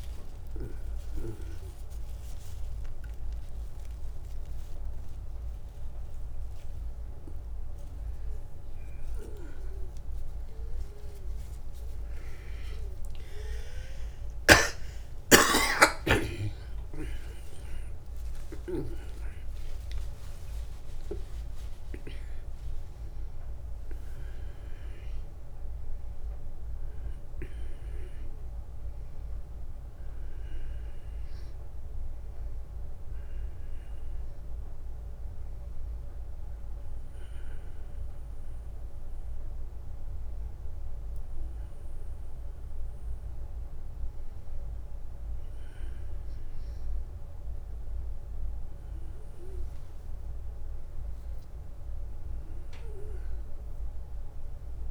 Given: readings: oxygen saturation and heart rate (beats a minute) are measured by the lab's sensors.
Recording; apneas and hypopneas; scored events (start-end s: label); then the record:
a person awake in a sleep study, by a room microphone; none
none scored
From the record:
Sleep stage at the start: awake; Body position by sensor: on the back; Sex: male